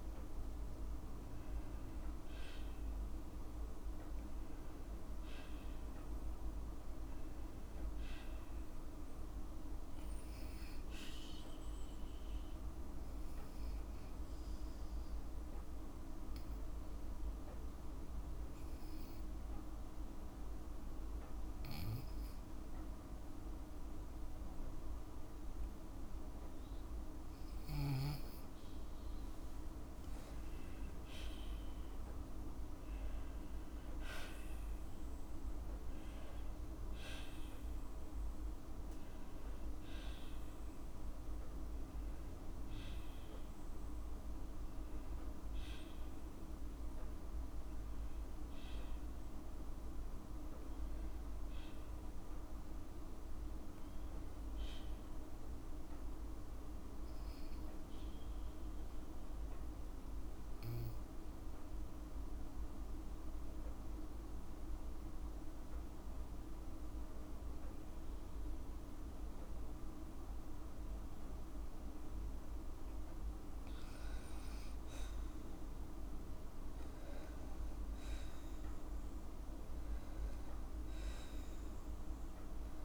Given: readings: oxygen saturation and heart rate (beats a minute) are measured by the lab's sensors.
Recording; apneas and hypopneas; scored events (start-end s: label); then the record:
breathing in sleep, hard to hear, by a room microphone; 2
0.00-3.00 s: arousal
15.50-29.50 s: obstructive apnea (oxygen 97% before, 93% lowest, heart rate 56 before, 54 extreme, up 4 after)
32.50-36.50 s: arousal
59.00-72.00 s: obstructive apnea (oxygen 96% before, 93% lowest, heart rate 55 before, 52 extreme, up 4 after)
59.50-71.50 s: oxygen desaturation (device-marked, oxygen 96% before, 93% lowest, heart rate 55 before, 52 extreme)
73.50-76.50 s: arousal
From the record:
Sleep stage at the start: N2 (light sleep); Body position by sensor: on the back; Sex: female